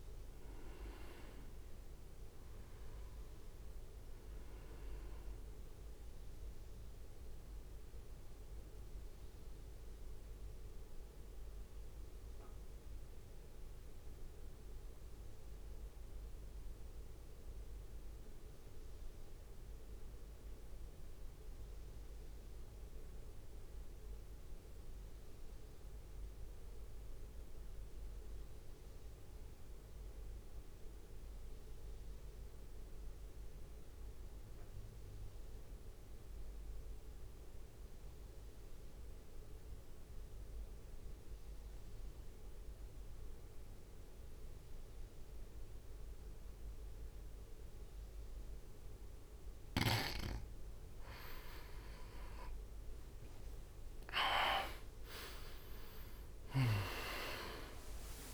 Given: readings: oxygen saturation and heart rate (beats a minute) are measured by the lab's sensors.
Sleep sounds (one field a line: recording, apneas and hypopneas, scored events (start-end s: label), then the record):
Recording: breathing in sleep by a room microphone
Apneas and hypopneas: 1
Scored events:
0.00-19.00 s: oxygen desaturation (device-marked, oxygen 91% lowest, heart rate 58 extreme)
6.50-48.50 s: mixed apnea (oxygen 99% before, 86% lowest, heart rate 62 before, 58 extreme, up 5 after)
37.00-58.34 s: oxygen desaturation (device-marked, oxygen 97% before, 87% lowest, heart rate 63 before, 58 extreme)
52.50-57.00 s: arousal
From the record:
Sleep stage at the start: N2 (light sleep)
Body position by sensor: on the right side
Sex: male